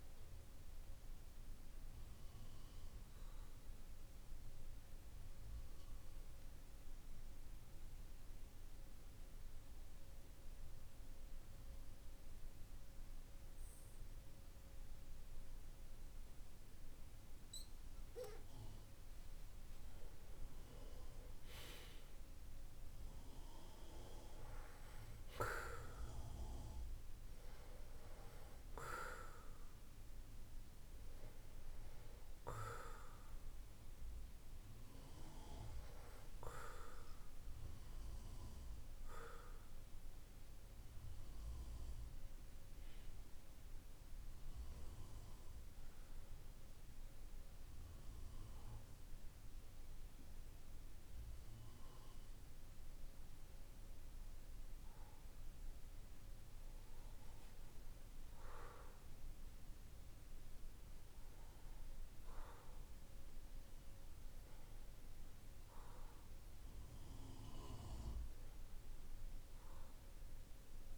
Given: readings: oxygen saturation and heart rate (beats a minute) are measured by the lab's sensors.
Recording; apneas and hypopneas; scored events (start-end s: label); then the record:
breathing in sleep by a room microphone; 2
2.50-18.00 s: obstructive apnea (oxygen 94% before, 95% lowest, heart rate 55 before, 49 extreme, up 5 after)
20.00-24.00 s: arousal
26.00-48.00 s: oxygen desaturation (device-marked, oxygen 99% before, 95% lowest, heart rate 50 before, 48 extreme)
46.00-57.00 s: obstructive apnea (oxygen 99% before, 93% lowest, heart rate 54 before, 48 extreme, up 5 after)
58.00-61.00 s: arousal
From the record:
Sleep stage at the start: N2 (light sleep); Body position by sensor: on the back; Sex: male